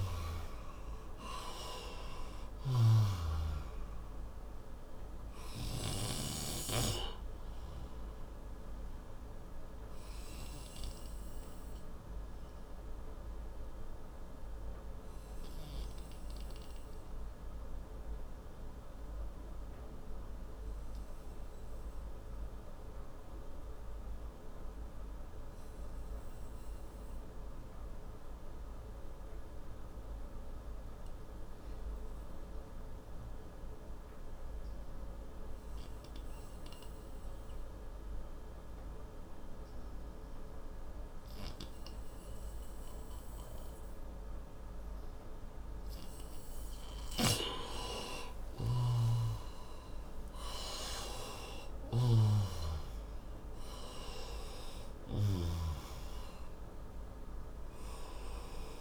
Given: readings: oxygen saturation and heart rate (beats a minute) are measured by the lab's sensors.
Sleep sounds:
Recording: breathing in sleep by a room microphone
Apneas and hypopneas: 1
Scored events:
0.00-2.00 s: arousal
0.00-5.50 s: snoring (device-marked)
0.00-28.00 s: oxygen desaturation (device-marked, oxygen 86% lowest, heart rate 57 extreme)
11.50-45.00 s: obstructive apnea (oxygen 97% before, 86% lowest, heart rate 81 before, 57 extreme, up 45 after)
46.50-52.00 s: snoring (device-marked)
47.00-58.81 s: oxygen desaturation (device-marked, oxygen 97% before, 90% lowest, heart rate 63 before, 57 extreme)
51.50-55.00 s: arousal
From the record:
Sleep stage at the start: N2 (light sleep)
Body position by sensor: on the right side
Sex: male

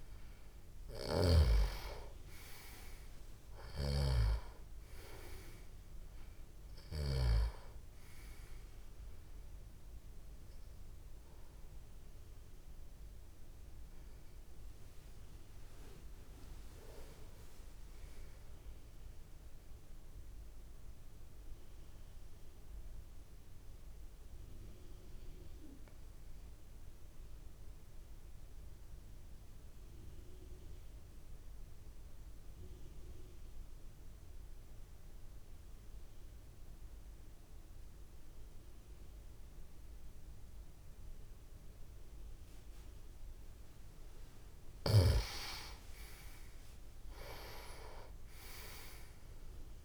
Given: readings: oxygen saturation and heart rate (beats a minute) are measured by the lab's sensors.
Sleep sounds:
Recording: breathing in sleep by a room microphone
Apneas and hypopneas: 1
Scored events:
0.00-1.50 s: snoring (device-marked)
0.00-25.50 s: oxygen desaturation (device-marked, oxygen 89% lowest)
3.50-7.50 s: snoring (device-marked)
21.50-43.50 s: obstructive apnea (oxygen 97% before, 89% lowest)
41.50-49.85 s: oxygen desaturation (device-marked, oxygen 98% before, 89% lowest)
42.50-49.85 s: tachycardia (device-marked, heart rate 36 before, 171 extreme)
44.50-49.85 s: snoring (device-marked)
46.00-49.85 s: arousal
From the record:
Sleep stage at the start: N2 (light sleep)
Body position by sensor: on the back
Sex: male

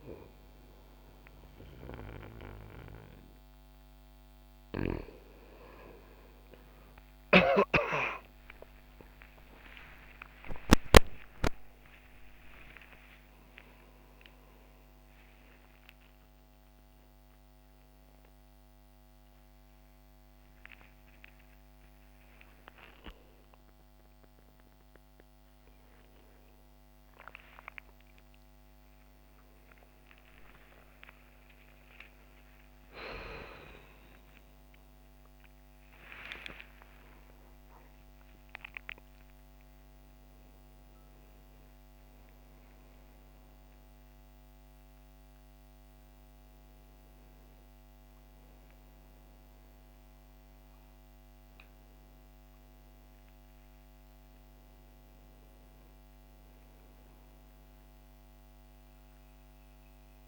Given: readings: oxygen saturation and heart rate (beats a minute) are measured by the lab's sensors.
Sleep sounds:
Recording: a person awake in a sleep study, by a microphone on the trachea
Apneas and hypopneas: none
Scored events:
none scored
From the record:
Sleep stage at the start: awake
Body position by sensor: on the right side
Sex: male

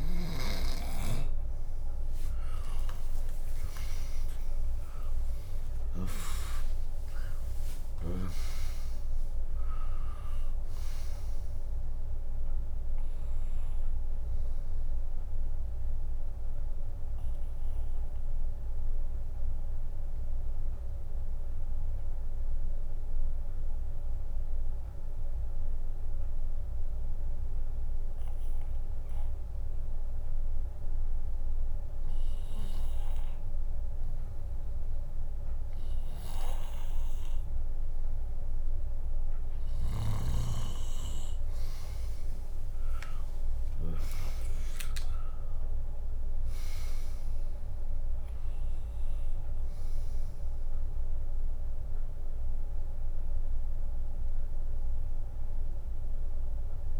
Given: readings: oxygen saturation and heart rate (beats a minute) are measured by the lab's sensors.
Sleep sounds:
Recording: breathing in sleep by a room microphone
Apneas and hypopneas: none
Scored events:
0.00-1.00 s: bradycardia (device-marked, heart rate 56 extreme)
2.50-7.50 s: arousal
5.00-15.00 s: drop in pulse transit time (device-marked, heart rate 65 before, 61 extreme)
14.00-16.00 s: bradycardia (device-marked, heart rate 72 before, 67 extreme)
14.00-28.00 s: oxygen desaturation (device-marked, oxygen 98% before, 95% lowest, heart rate 66 before, 56 extreme)
30.00-38.00 s: bradycardia (device-marked, heart rate 73 before, 56 extreme)
41.50-46.50 s: arousal
44.00-56.00 s: drop in pulse transit time (device-marked, heart rate 65 before, 68 extreme)
55.00-57.00 s: bradycardia (device-marked, heart rate 73 before, 66 extreme)
From the record:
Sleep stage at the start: N2 (light sleep)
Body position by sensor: on the left side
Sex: female

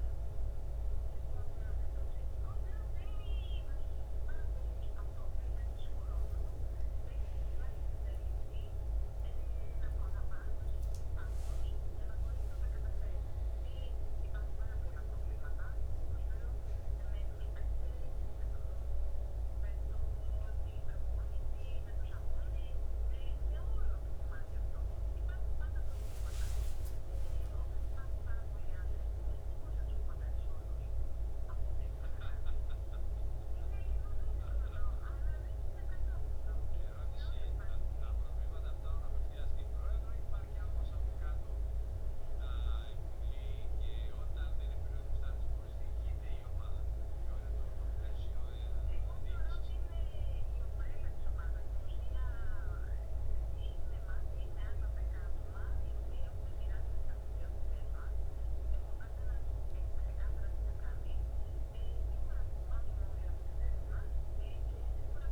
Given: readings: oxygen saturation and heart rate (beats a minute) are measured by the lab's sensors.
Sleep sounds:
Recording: breathing in sleep, hard to hear, by a room microphone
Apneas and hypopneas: none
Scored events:
3.00-65.32 s: new sleep stage, REM sleep
13.00-17.00 s: oxygen desaturation (device-marked, oxygen 97% before, 95% lowest, heart rate 67 before, 66 extreme)
27.50-29.50 s: long interval between heartbeats (device-marked, heart rate 67 before, 77 extreme)
From the record:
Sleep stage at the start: N2 (light sleep)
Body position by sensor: on the back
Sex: male

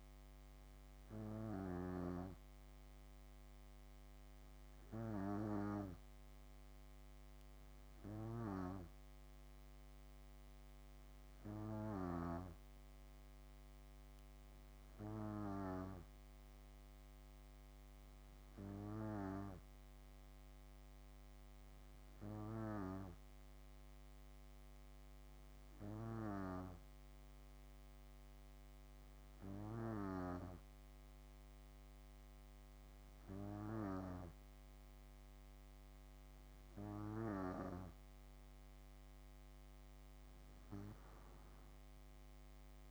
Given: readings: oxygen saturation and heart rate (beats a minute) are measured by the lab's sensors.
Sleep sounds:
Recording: breathing in sleep by a microphone on the trachea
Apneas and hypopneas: none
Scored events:
0.00-2.00 s: snoring (device-marked)
8.00-12.00 s: snoring (device-marked)
From the record:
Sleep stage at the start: N2 (light sleep)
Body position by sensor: on the back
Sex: female

